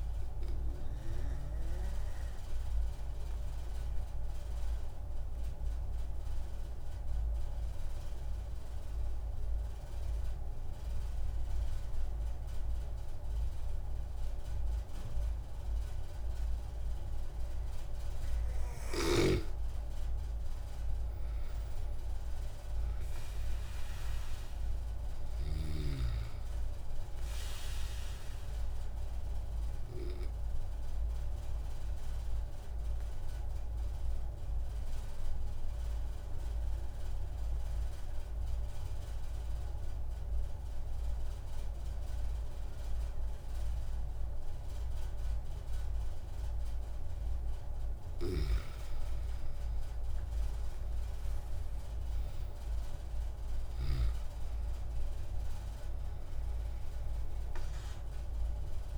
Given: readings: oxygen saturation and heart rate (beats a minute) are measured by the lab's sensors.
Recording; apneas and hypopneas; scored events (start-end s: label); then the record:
breathing in sleep, hard to hear, by a room microphone; 2
0.00-12.00 s: oxygen desaturation (device-marked, oxygen 92% lowest)
0.50-18.50 s: obstructive apnea (oxygen 97% before, 92% lowest)
20.50-24.50 s: arousal
29.00-48.00 s: obstructive apnea (oxygen 97% before, 93% lowest)
49.00-58.98 s: oxygen desaturation (device-marked, oxygen 97% before, 93% lowest)
49.50-53.00 s: arousal
From the record:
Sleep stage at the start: N2 (light sleep); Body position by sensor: on the back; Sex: male